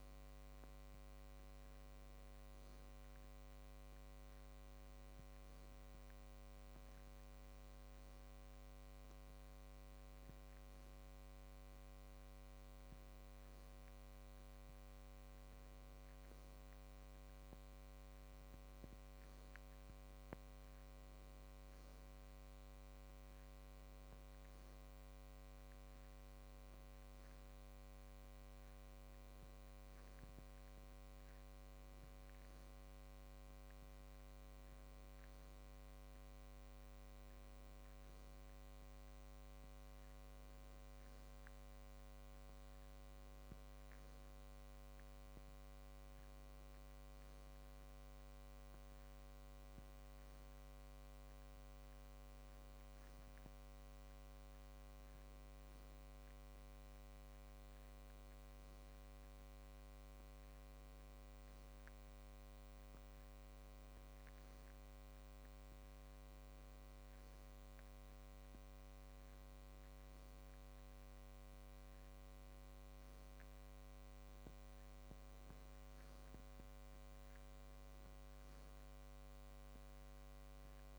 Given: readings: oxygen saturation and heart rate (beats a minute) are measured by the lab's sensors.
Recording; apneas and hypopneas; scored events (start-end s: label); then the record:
breathing in sleep, hard to hear, by a microphone on the trachea; none
68.50-80.98 s: new sleep stage, N1 (lightest sleep)
From the record:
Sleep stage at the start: N2 (light sleep); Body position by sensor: on the back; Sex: male